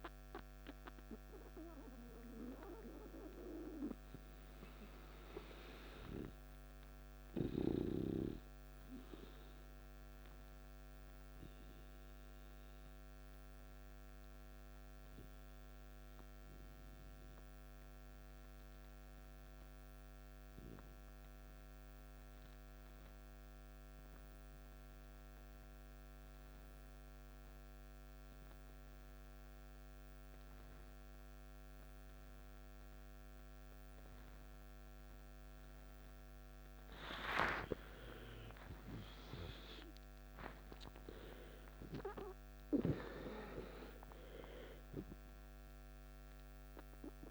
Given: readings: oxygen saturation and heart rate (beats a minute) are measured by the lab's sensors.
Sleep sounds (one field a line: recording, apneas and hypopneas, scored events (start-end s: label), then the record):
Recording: breathing in sleep by a microphone on the trachea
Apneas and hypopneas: 1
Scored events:
0.00-14.50 s: oxygen desaturation (device-marked, oxygen 88% lowest, heart rate 52 extreme)
1.50-38.00 s: mixed apnea (oxygen 96% before, 88% lowest, heart rate 66 before, 52 extreme, up 14 after)
34.50-47.31 s: oxygen desaturation (device-marked, oxygen 98% before, 91% lowest, heart rate 54 before, 52 extreme)
38.50-43.50 s: arousal
From the record:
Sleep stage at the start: N2 (light sleep)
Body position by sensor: on the back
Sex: male